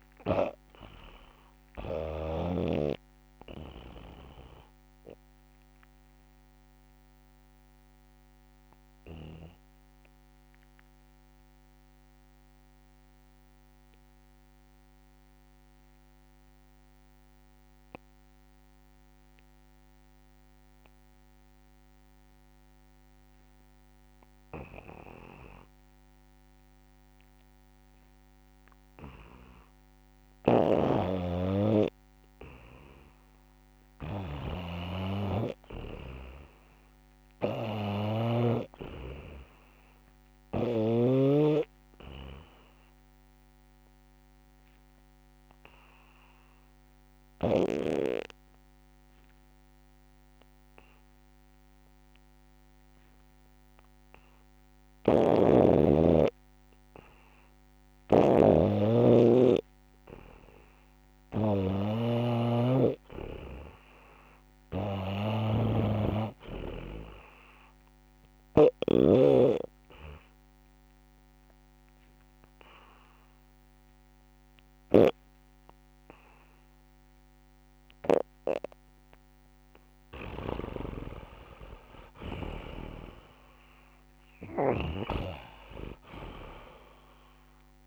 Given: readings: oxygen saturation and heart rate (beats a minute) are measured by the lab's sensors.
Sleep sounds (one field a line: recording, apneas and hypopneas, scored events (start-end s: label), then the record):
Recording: breathing in sleep by a microphone on the trachea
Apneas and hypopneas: 3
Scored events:
0.00-2.00 s: snoring (device-marked)
0.00-21.50 s: oxygen desaturation (device-marked, oxygen 82% lowest, heart rate 66 extreme)
4.50-28.50 s: obstructive apnea (oxygen 93% before, 82% lowest, heart rate 77 before, 67 extreme, up 10 after)
30.00-41.00 s: snoring (device-marked)
32.50-59.50 s: oxygen desaturation (device-marked, oxygen 99% before, 85% lowest, heart rate 70 before, 68 extreme)
35.00-38.50 s: arousal
45.50-59.00 s: obstructive apnea (oxygen 99% before, 85% lowest, heart rate 72 before, 68 extreme, up 12 after)
55.00-68.50 s: snoring (device-marked)
62.00-65.50 s: arousal
62.50-64.50 s: long interval between heartbeats (device-marked, heart rate 70 before, 80 extreme)
67.50-85.50 s: oxygen desaturation (device-marked, oxygen 95% before, 86% lowest, heart rate 72 before, 66 extreme)
70.00-80.00 s: obstructive apnea (oxygen 95% before, 86% lowest, heart rate 73 before, 66 extreme, up 0 after)
74.50-80.50 s: snoring (device-marked)
82.00-85.50 s: arousal
From the record:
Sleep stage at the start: N2 (light sleep)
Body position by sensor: on the back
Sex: male